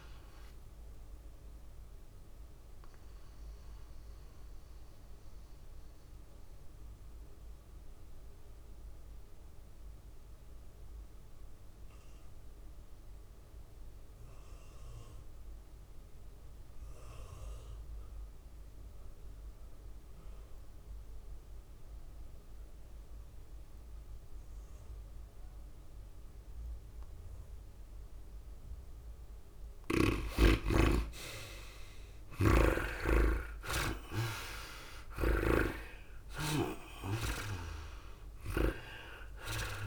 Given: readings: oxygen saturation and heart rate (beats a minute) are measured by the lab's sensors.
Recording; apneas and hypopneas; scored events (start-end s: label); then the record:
breathing in sleep by a room microphone; 1
0.00-10.00 s: drop in pulse transit time (device-marked, heart rate 106 extreme)
0.00-14.00 s: oxygen desaturation (device-marked, oxygen 75% lowest, heart rate 99 extreme)
0.00-24.00 s: tachycardia (device-marked, heart rate 112 extreme)
3.00-28.50 s: obstructive apnea (oxygen 99% before, 75% lowest, heart rate 105 before, 99 extreme, up 6 after)
22.00-39.87 s: oxygen desaturation (device-marked, oxygen 99% before, 77% lowest, heart rate 106 before, 99 extreme)
30.00-39.87 s: tachycardia (device-marked, heart rate 106 before, 110 extreme)
30.50-34.00 s: snoring (device-marked)
32.50-36.50 s: arousal
36.00-39.87 s: drop in pulse transit time (device-marked, heart rate 101 before, 106 extreme)
From the record:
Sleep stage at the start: N2 (light sleep); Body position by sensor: on the back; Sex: female